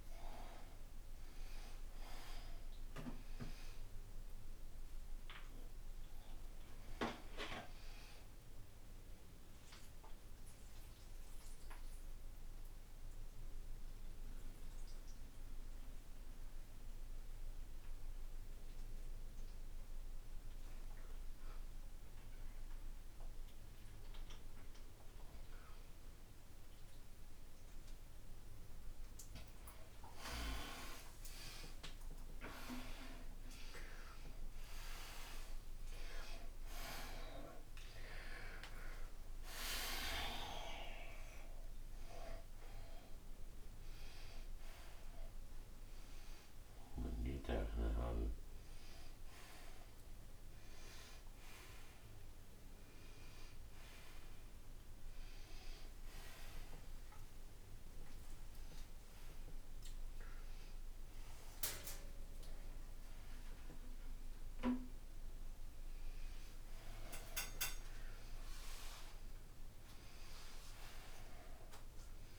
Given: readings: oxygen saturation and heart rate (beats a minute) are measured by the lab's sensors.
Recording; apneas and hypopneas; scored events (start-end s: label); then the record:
a person awake in a sleep study, by a room microphone; none
none scored
From the record:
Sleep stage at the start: awake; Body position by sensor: upright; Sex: male